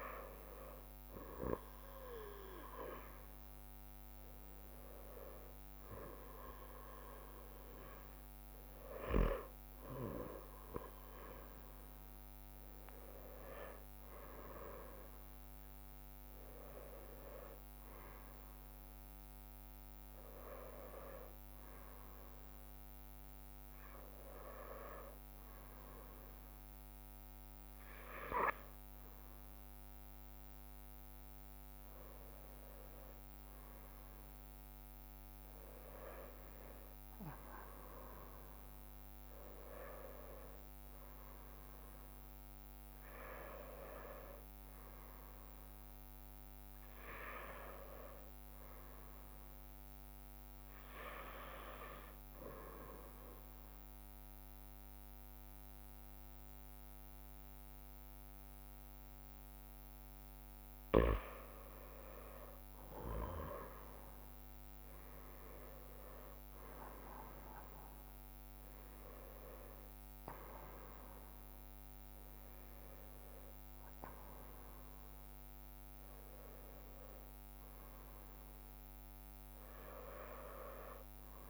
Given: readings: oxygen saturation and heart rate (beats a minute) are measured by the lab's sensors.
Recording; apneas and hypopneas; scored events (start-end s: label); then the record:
a person partly awake in a sleep study, by a microphone on the trachea; none
0.00-6.50 s: drop in pulse transit time (device-marked, heart rate 34 extreme)
0.00-10.50 s: bradycardia (device-marked)
0.50-2.50 s: long interval between heartbeats (device-marked, heart rate 43 before, 52 extreme)
3.50-5.50 s: long interval between heartbeats (device-marked, heart rate 45 before, 55 extreme)
17.50-81.50 s: new sleep stage, N1 (lightest sleep)
27.50-33.50 s: bradycardia (device-marked)
41.50-46.50 s: bradycardia (device-marked)
63.50-68.50 s: arousal
73.50-80.50 s: bradycardia (device-marked)
76.50-81.50 s: drop in pulse transit time (device-marked, heart rate 63 before, 57 extreme)
From the record:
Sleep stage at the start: awake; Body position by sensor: on the right side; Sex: male